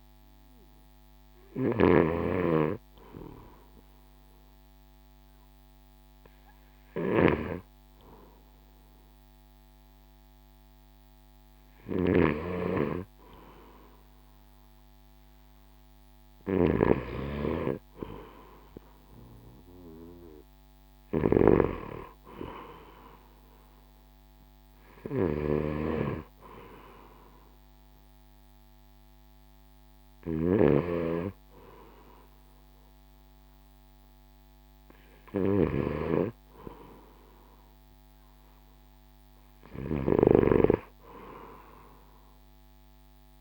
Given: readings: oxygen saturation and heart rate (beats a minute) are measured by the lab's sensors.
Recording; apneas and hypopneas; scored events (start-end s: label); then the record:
breathing in sleep by a microphone on the trachea; none
0.00-2.50 s: snoring (device-marked)
4.50-14.50 s: oxygen desaturation (device-marked, oxygen 94% before, 90% lowest, heart rate 65 before, 62 extreme)
12.00-21.50 s: snoring (device-marked)
22.50-34.50 s: oxygen desaturation (device-marked, oxygen 94% before, 91% lowest, heart rate 64 before, 60 extreme)
30.50-40.50 s: snoring (device-marked)
41.50-43.41 s: arousal
From the record:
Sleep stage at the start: N2 (light sleep); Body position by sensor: on the right side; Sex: male